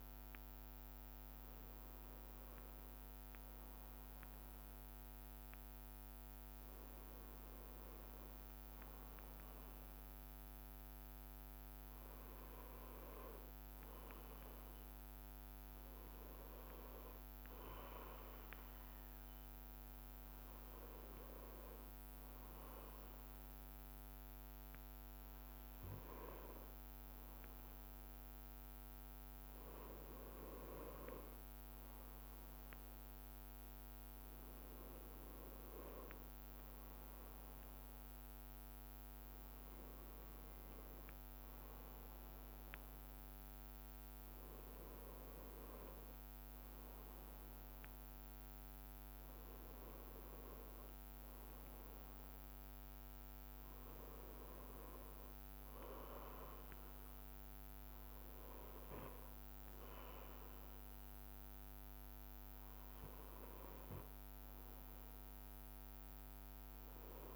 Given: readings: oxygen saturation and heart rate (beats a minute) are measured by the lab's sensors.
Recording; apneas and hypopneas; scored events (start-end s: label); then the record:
breathing in sleep by a microphone on the trachea; none
2.00-4.00 s: bradycardia (device-marked, heart rate 63 before, 59 extreme)
15.00-23.00 s: bradycardia (device-marked, heart rate 63 before, 59 extreme)
40.00-42.00 s: bradycardia (device-marked, heart rate 63 before, 60 extreme)
49.00-51.00 s: bradycardia (device-marked, heart rate 61 before, 60 extreme)
53.00-55.00 s: bradycardia (device-marked, heart rate 61 before, 59 extreme)
57.00-60.00 s: bradycardia (device-marked, heart rate 61 before, 59 extreme)
61.00-64.00 s: bradycardia (device-marked, heart rate 61 before, 59 extreme)
66.00-67.36 s: new sleep stage, N2 (light sleep)
From the record:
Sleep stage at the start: N1 (lightest sleep); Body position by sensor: on the right side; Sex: male